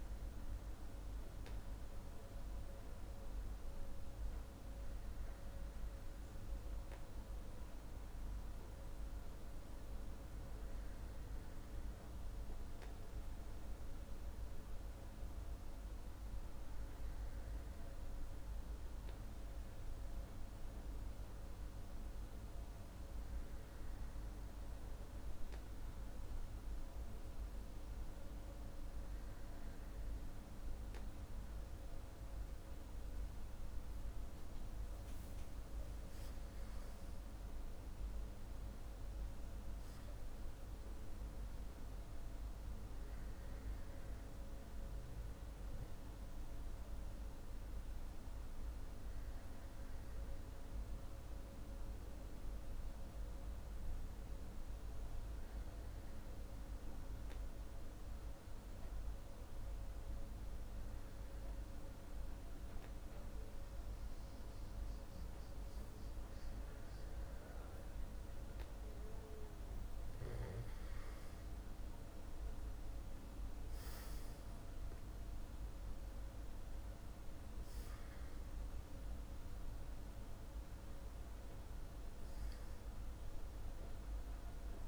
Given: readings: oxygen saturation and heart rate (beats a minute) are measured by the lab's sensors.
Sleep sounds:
breathing in sleep, hard to hear, by a room microphone; none
71.50-75.00 s: arousal
From the record:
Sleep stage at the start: N2 (light sleep); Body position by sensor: on the back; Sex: male

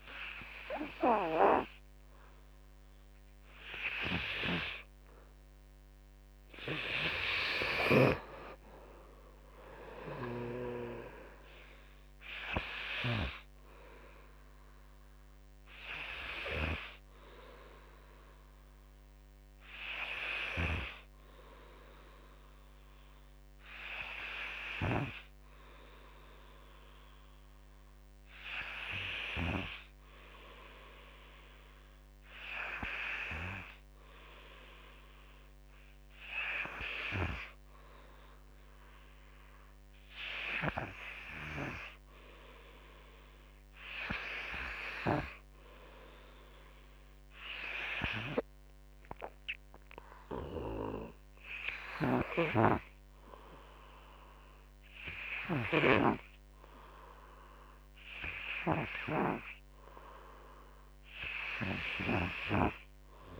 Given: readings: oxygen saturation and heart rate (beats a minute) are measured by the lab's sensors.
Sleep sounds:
breathing in sleep by a microphone on the trachea; none
0.00-1.00 s: oxygen desaturation (device-marked, oxygen 90% lowest, heart rate 49 extreme)
7.00-20.00 s: drop in pulse transit time (device-marked, heart rate 63 before, 50 extreme)
7.50-11.50 s: arousal
55.00-63.40 s: oxygen desaturation (device-marked, oxygen 97% before, 92% lowest, heart rate 57 before, 54 extreme)
From the record:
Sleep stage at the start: N2 (light sleep); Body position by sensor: on the back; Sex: male

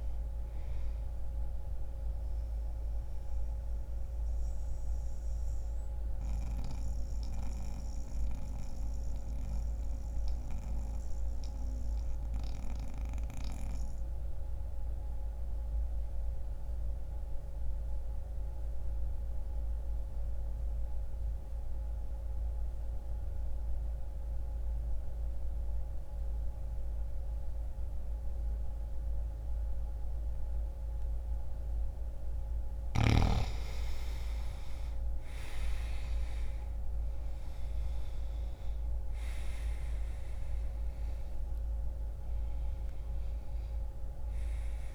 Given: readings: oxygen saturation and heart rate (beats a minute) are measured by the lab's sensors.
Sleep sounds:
breathing in sleep by a room microphone; 1
0.00-16.50 s: oxygen desaturation (device-marked, oxygen 86% lowest, heart rate 59 extreme)
1.50-31.00 s: mixed apnea (oxygen 97% before, 84% lowest, heart rate 61 before, 60 extreme, up 3 after)
29.50-44.95 s: oxygen desaturation (device-marked, oxygen 97% before, 84% lowest, heart rate 62 before, 60 extreme)
33.00-38.00 s: arousal
From the record:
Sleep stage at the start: N2 (light sleep); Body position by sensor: on the back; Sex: male

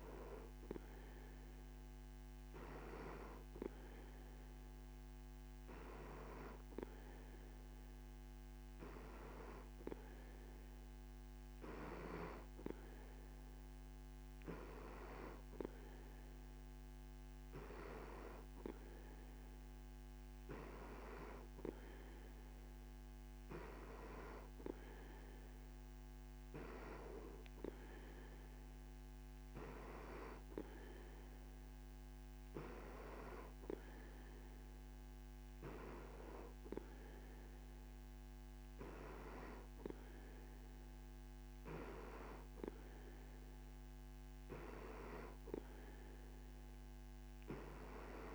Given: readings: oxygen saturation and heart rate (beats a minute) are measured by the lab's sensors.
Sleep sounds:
breathing in sleep by a microphone on the trachea; none
none scored
From the record:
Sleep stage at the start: N3 (deep sleep); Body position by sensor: on the back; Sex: male

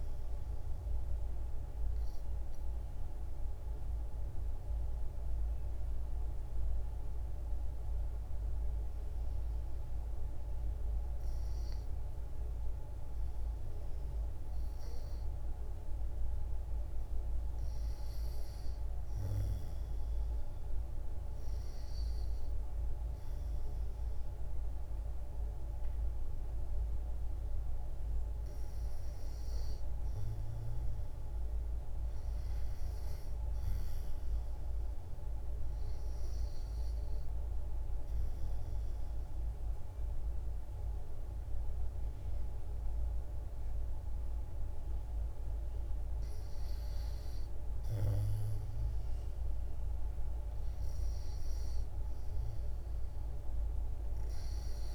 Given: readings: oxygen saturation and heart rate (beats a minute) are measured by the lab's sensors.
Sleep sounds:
breathing in sleep, hard to hear, by a room microphone; 2
0.00-5.50 s: oxygen desaturation (device-marked, oxygen 90% lowest, heart rate 63 extreme)
0.50-11.50 s: obstructive apnea (oxygen 97% before, 89% lowest, heart rate 63 before, 63 extreme, up 3 after)
14.00-17.50 s: arousal
19.50-33.50 s: oxygen desaturation (device-marked, oxygen 94% before, 89% lowest, heart rate 64 before, 69 extreme)
35.50-46.50 s: obstructive apnea (oxygen 94% before, 88% lowest, heart rate 68 before, 73 extreme, up 2 after)
48.50-51.00 s: arousal
From the record:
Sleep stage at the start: REM sleep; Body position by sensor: on the back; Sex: female

